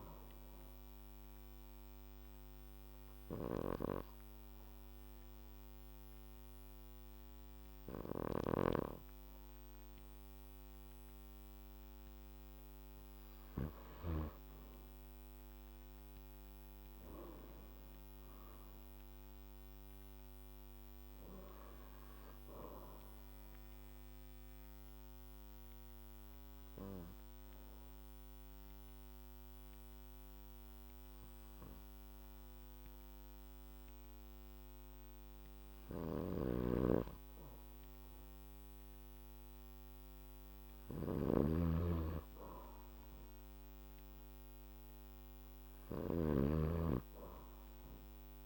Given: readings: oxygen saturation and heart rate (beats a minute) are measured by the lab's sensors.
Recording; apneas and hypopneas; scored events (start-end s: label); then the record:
breathing in sleep by a microphone on the trachea; 2
2.00-13.00 s: obstructive apnea (oxygen 97% before, 93% lowest, heart rate 61 before, 58 extreme, up 4 after)
15.00-19.50 s: arousal
24.00-39.00 s: obstructive apnea (oxygen 96% before, 92% lowest, heart rate 64 before, 58 extreme, up 4 after)
36.00-46.50 s: snoring (device-marked)
40.00-43.50 s: arousal
From the record:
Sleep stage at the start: N2 (light sleep); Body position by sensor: on the back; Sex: male